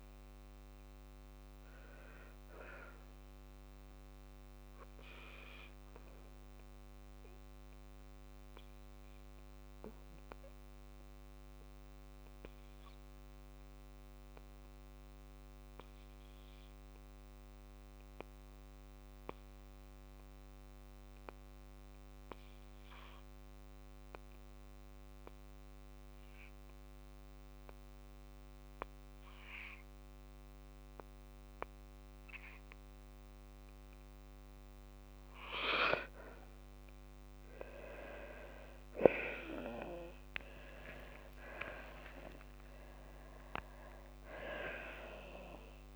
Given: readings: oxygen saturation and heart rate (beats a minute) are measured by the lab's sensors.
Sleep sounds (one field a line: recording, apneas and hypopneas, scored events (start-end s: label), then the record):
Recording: breathing in sleep by a microphone on the trachea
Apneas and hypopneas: 1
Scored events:
2.50-35.50 s: obstructive apnea (oxygen 98% before, 90% lowest, heart rate 77 before, 55 extreme, up 5 after)
12.50-24.50 s: oxygen desaturation (device-marked, oxygen 95% before, 90% lowest, heart rate 65 before, 56 extreme)
39.50-43.50 s: arousal
From the record:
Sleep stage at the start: N2 (light sleep)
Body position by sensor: on the back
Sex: female